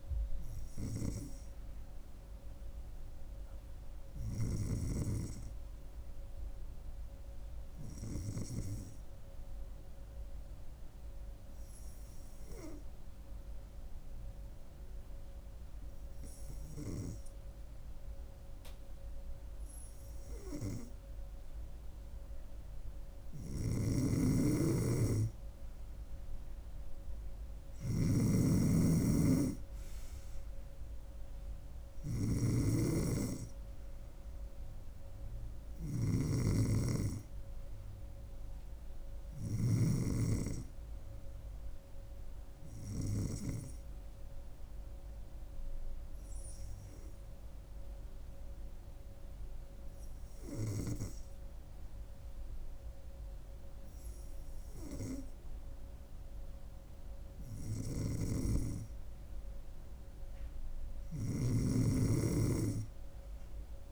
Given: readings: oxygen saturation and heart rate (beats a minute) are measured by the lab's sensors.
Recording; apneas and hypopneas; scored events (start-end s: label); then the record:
breathing in sleep by a room microphone; 2
7.50-21.50 s: hypopnea (oxygen 96% before, 93% lowest, heart rate 69 before, 68 extreme, up 2 after)
23.00-27.50 s: arousal
23.50-39.50 s: snoring (device-marked)
44.50-58.00 s: hypopnea (oxygen 96% before, 92% lowest, heart rate 70 before, 68 extreme, up 0 after)
60.00-63.91 s: arousal
61.00-63.91 s: snoring (device-marked)
From the record:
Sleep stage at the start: N3 (deep sleep); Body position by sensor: on the back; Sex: female